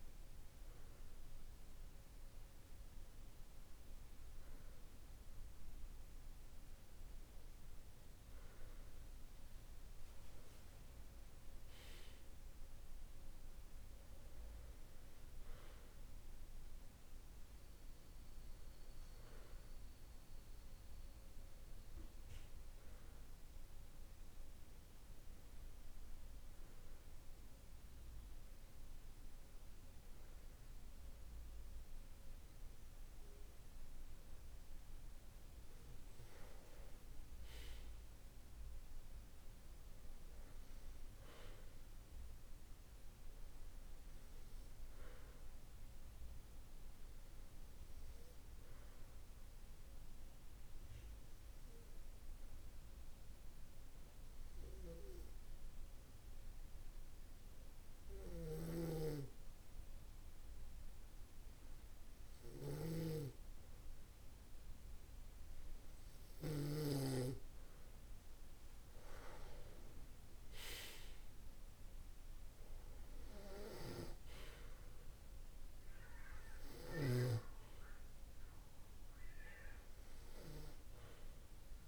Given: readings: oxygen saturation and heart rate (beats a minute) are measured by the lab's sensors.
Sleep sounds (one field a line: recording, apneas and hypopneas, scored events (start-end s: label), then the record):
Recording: breathing in sleep by a room microphone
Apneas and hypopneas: 1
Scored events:
49.00-67.00 s: hypopnea (oxygen 95% before, 93% lowest, heart rate 51 before, 49 extreme, up 9 after)
70.50-74.00 s: arousal
From the record:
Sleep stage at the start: N2 (light sleep)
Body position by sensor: on the back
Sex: male